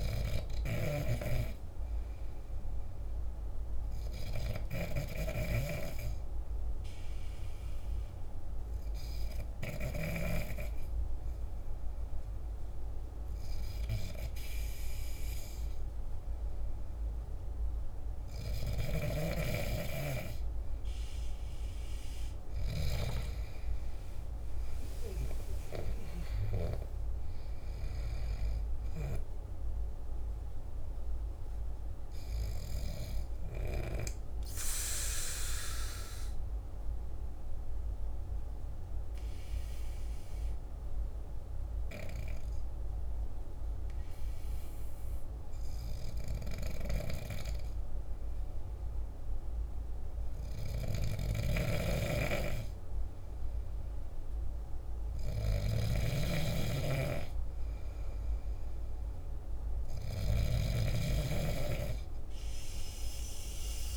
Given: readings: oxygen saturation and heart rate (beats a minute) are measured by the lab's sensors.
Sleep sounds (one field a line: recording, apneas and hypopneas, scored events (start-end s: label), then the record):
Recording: breathing in sleep by a room microphone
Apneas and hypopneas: 1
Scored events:
0.00-1.00 s: snoring (device-marked)
27.00-32.00 s: arousal
34.00-46.00 s: obstructive apnea (oxygen 96% before, 94% lowest, heart rate 54 before, 48 extreme, up 0 after)
49.50-52.00 s: arousal
50.50-63.97 s: snoring (device-marked)
59.50-63.97 s: oxygen desaturation (device-marked, oxygen 98% before, 94% lowest, heart rate 49 before, 48 extreme)
From the record:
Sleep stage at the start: N2 (light sleep)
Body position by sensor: on the back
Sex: male